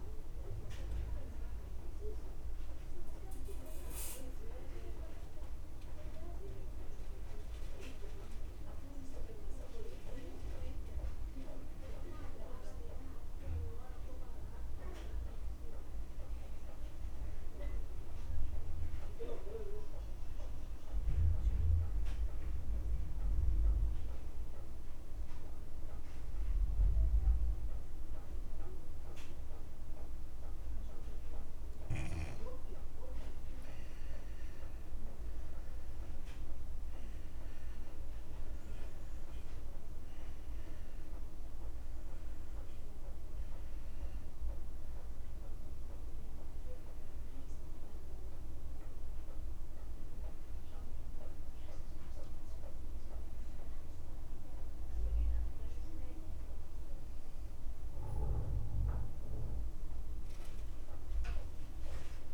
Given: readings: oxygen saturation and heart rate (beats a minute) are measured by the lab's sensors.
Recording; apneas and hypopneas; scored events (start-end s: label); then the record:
breathing in sleep by a room microphone; 1
0.00-24.50 s: oxygen desaturation (device-marked, oxygen 90% lowest)
3.00-5.00 s: long interval between heartbeats (device-marked)
10.00-12.00 s: long interval between heartbeats (device-marked)
14.50-16.50 s: long interval between heartbeats (device-marked)
15.00-32.00 s: mixed apnea (oxygen 96% before, 88% lowest)
19.00-21.00 s: long interval between heartbeats (device-marked)
33.50-35.50 s: long interval between heartbeats (device-marked, heart rate 36 before, 56 extreme)
36.00-40.50 s: arousal
38.50-62.34 s: oxygen desaturation (device-marked, oxygen 96% before, 88% lowest)
50.00-52.00 s: long interval between heartbeats (device-marked, heart rate 35 before, 38 extreme)
From the record:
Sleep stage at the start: N2 (light sleep); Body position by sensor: on the back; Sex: male